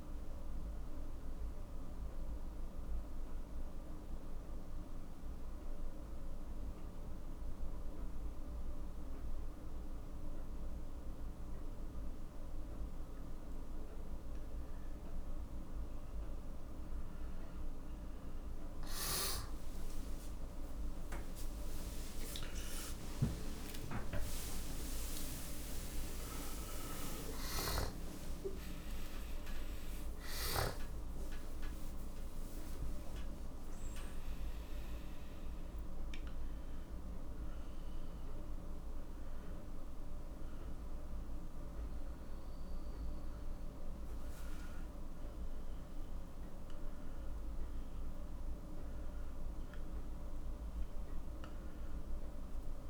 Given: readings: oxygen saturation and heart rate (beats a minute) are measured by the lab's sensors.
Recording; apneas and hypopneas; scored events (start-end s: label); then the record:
a person awake in a sleep study, by a room microphone; none
22.50-38.50 s: oxygen desaturation (device-marked, oxygen 98% before, 93% lowest, heart rate 63 before, 59 extreme)
32.50-52.90 s: new sleep stage, N1 (lightest sleep)
From the record:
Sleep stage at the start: awake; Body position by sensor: on the back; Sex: male